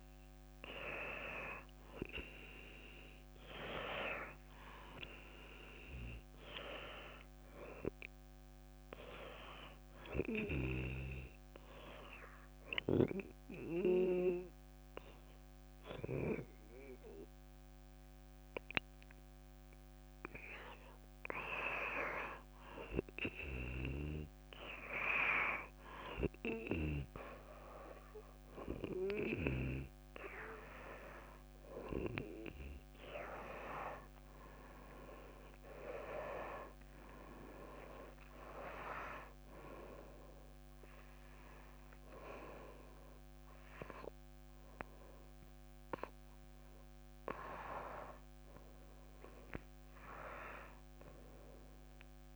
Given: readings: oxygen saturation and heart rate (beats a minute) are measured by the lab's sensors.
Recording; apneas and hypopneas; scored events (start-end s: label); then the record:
breathing in sleep by a microphone on the trachea; 1
6.00-9.50 s: arousal
12.00-22.50 s: obstructive apnea (oxygen 98% before, 89% lowest)
23.50-27.00 s: arousal
29.50-37.50 s: oxygen desaturation (device-marked, oxygen 96% before, 91% lowest)
From the record:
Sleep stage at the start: N2 (light sleep); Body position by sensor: on the back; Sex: female